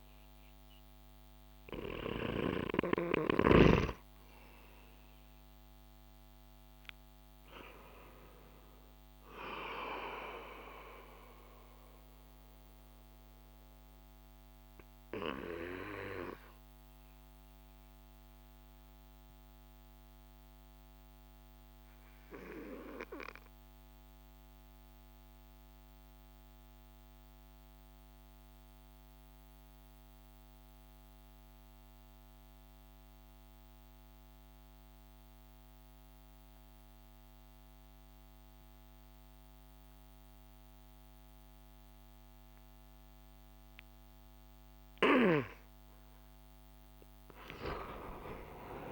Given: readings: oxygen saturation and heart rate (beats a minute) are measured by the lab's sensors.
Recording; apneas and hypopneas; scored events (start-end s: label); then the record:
breathing in sleep by a microphone on the trachea; 1
9.00-44.50 s: obstructive apnea (oxygen 95% before, 91% lowest)
39.00-48.92 s: oxygen desaturation (device-marked, oxygen 97% before, 92% lowest)
47.00-48.92 s: arousal
From the record:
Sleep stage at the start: N2 (light sleep); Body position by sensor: on the back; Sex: male